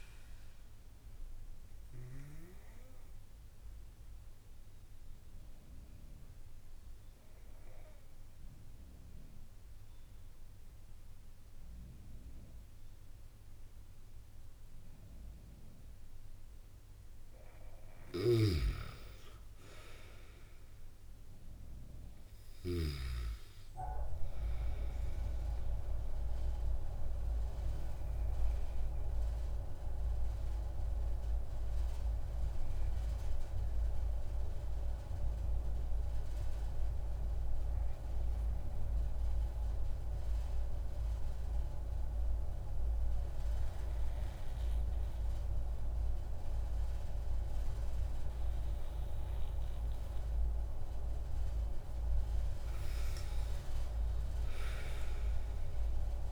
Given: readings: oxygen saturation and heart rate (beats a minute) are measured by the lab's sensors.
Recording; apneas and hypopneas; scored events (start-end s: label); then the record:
breathing in sleep by a room microphone; 2
0.00-13.00 s: oxygen desaturation (device-marked, oxygen 92% lowest)
0.50-17.00 s: obstructive apnea (oxygen 98% before, 92% lowest)
18.50-22.50 s: arousal
27.00-51.50 s: obstructive apnea (oxygen 97% before, 92% lowest)
50.00-56.32 s: oxygen desaturation (device-marked, oxygen 97% before, 92% lowest)
52.50-56.32 s: arousal
From the record:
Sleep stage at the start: N2 (light sleep); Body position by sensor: on the back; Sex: male